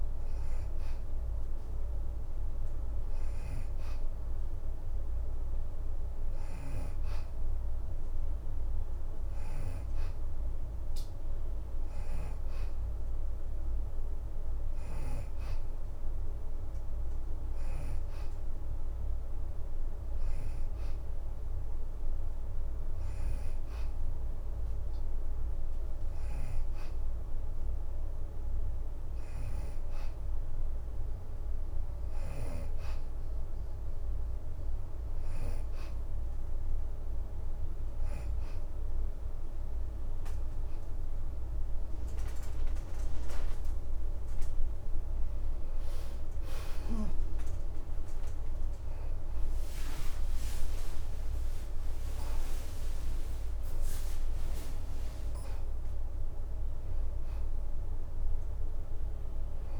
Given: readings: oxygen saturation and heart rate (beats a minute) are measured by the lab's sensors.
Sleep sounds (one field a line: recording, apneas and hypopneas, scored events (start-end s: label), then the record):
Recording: breathing in sleep, hard to hear, by a room microphone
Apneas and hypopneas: none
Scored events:
0.00-1.00 s: oxygen desaturation (device-marked, oxygen 91% before, 86% lowest, heart rate 81 before, 81 extreme)
49.00-53.50 s: arousal
49.00-57.50 s: leg movement (device-marked)
From the record:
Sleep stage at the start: N2 (light sleep)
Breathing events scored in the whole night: 170 in 4.5 hours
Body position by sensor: on the back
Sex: female